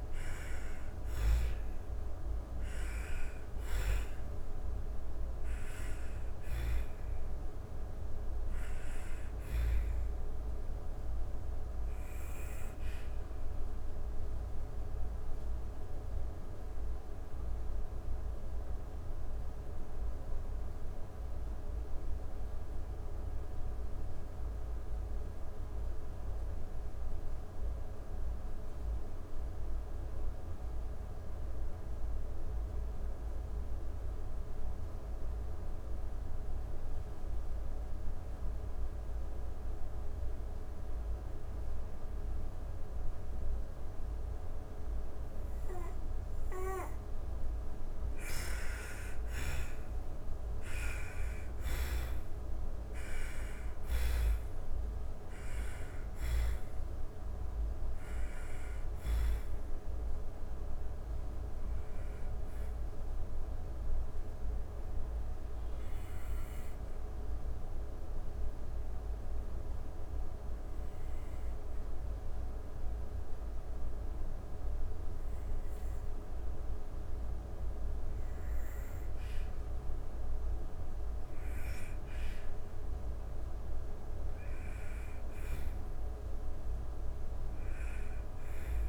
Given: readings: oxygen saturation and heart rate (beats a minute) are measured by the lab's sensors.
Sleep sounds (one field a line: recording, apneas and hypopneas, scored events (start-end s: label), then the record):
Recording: breathing in sleep, hard to hear, by a room microphone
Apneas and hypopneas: 2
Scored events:
0.00-9.50 s: oxygen desaturation (device-marked, oxygen 91% lowest)
11.50-21.50 s: oxygen desaturation (device-marked, oxygen 93% before, 87% lowest)
11.50-45.00 s: obstructive apnea (oxygen 98% before, 83% lowest)
41.50-73.50 s: oxygen desaturation (device-marked, oxygen 98% before, 83% lowest)
47.00-51.50 s: arousal
52.50-58.00 s: snoring (device-marked)
63.50-79.50 s: obstructive apnea (oxygen 97% before, 83% lowest)
82.00-86.00 s: arousal
From the record:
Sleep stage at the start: N2 (light sleep)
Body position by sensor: on the back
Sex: female